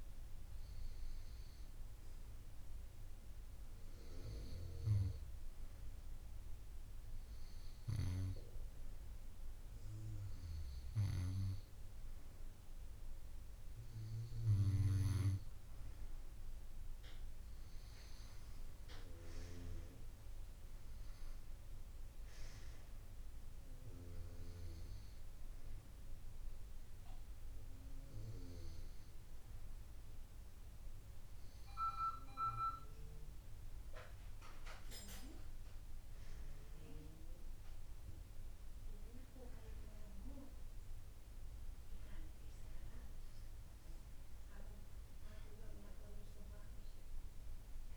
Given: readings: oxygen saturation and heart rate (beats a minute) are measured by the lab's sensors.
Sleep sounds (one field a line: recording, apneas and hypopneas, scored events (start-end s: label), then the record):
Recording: breathing in sleep by a room microphone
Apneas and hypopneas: none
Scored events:
none scored
From the record:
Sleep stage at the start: N2 (light sleep)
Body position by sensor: on the right side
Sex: female